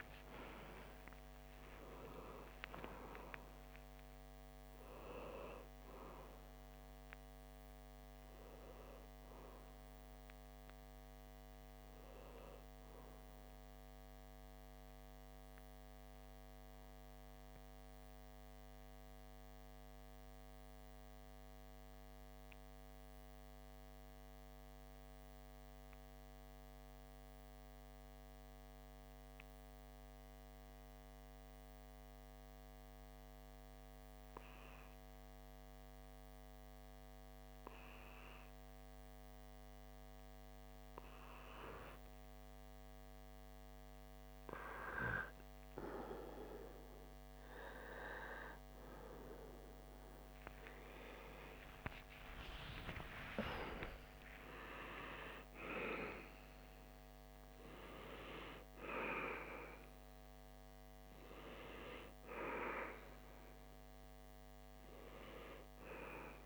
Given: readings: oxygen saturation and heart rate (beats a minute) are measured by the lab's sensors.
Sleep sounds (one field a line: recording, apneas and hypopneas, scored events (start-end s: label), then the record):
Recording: breathing in sleep by a microphone on the trachea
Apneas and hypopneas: 1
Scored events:
0.00-2.50 s: oxygen desaturation (device-marked, oxygen 94% lowest)
0.50-30.50 s: new sleep stage, N1 (lightest sleep)
11.50-25.50 s: oxygen desaturation (device-marked, oxygen 95% before, 89% lowest)
14.50-39.50 s: mixed apnea (oxygen 96% before, 89% lowest)
30.50-66.46 s: new sleep stage, N2 (light sleep)
43.50-66.46 s: oxygen desaturation (device-marked, oxygen 99% before, 94% lowest)
47.50-52.50 s: arousal
From the record:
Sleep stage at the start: N2 (light sleep)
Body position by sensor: on the back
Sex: male